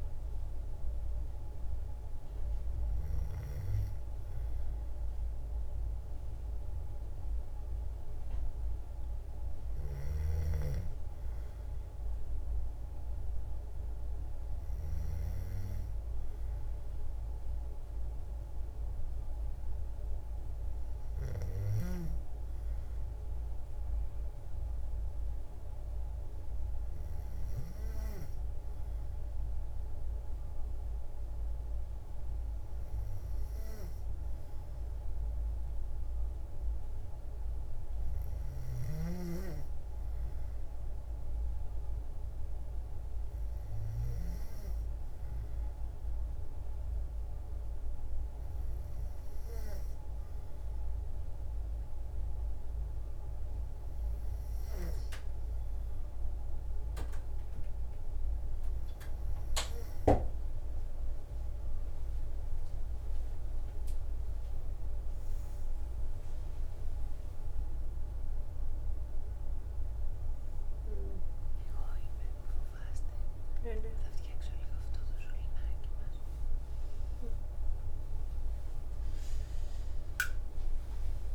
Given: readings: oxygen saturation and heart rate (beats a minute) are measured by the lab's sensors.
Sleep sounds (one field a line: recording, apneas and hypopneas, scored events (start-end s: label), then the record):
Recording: breathing in sleep by a room microphone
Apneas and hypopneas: 1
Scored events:
0.00-9.50 s: oxygen desaturation (device-marked, oxygen 91% lowest, heart rate 55 extreme)
42.00-45.50 s: arousal
47.50-59.50 s: hypopnea (oxygen 97% before, 93% lowest, heart rate 57 before, 58 extreme, up 5 after)
63.50-81.35 s: new sleep stage, awake
From the record:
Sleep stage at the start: N2 (light sleep)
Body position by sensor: on the back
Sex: female